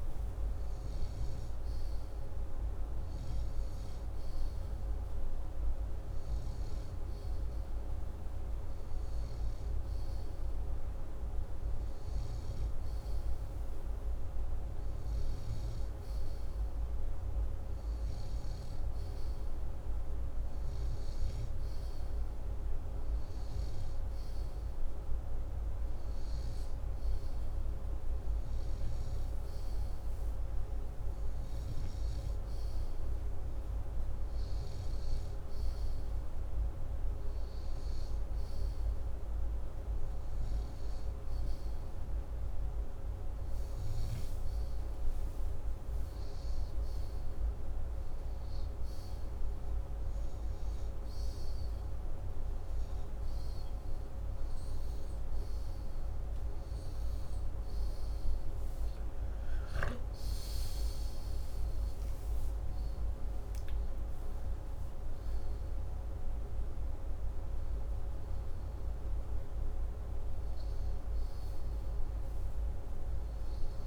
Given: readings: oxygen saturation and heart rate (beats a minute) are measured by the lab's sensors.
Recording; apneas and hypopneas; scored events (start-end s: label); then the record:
breathing in sleep, hard to hear, by a room microphone; none
61.00-65.00 s: arousal
From the record:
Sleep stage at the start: N2 (light sleep); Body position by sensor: upright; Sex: male